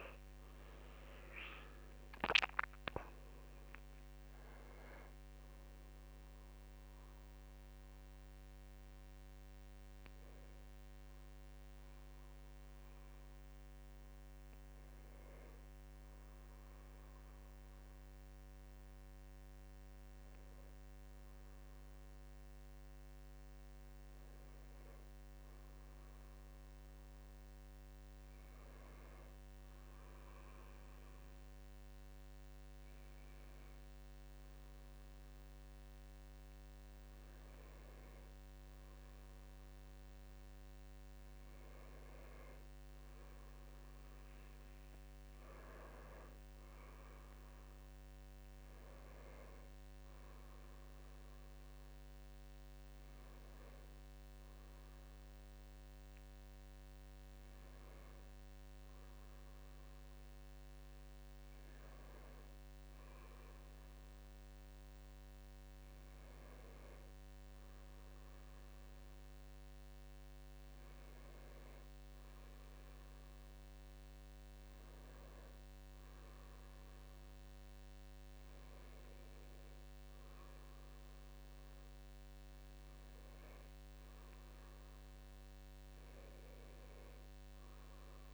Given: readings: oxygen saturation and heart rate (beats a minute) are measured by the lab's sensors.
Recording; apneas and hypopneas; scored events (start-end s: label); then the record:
a person partly awake in a sleep study, hard to hear, by a microphone on the trachea; none
11.00-41.00 s: new sleep stage, awake
41.00-71.00 s: new sleep stage, N1 (lightest sleep)
47.00-59.00 s: drop in pulse transit time (device-marked, heart rate 60 before, 61 extreme)
71.00-88.34 s: new sleep stage, N2 (light sleep)
From the record:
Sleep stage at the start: N1 (lightest sleep); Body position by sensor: on the back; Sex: male